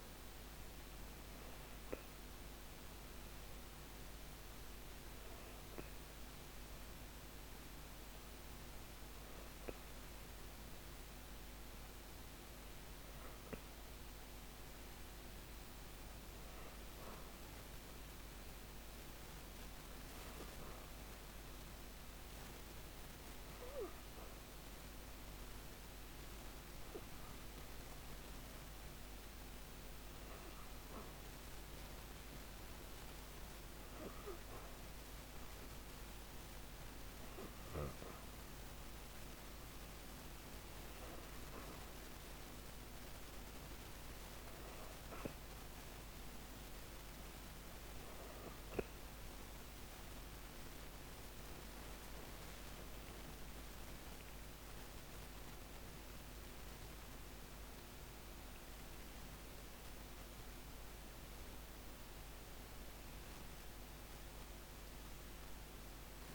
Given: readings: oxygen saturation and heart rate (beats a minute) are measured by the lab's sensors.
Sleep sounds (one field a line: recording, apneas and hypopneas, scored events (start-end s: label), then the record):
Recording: breathing in sleep, hard to hear, by a microphone on the trachea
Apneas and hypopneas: 1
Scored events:
19.00-34.00 s: hypopnea (oxygen 96% before, 92% lowest, heart rate 147 before, 105 extreme, up 57 after)
24.00-35.00 s: oxygen desaturation (device-marked, oxygen 96% before, 92% lowest, heart rate 140 before, 125 extreme)
51.00-55.00 s: arousal
From the record:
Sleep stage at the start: N2 (light sleep)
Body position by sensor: on the back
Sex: female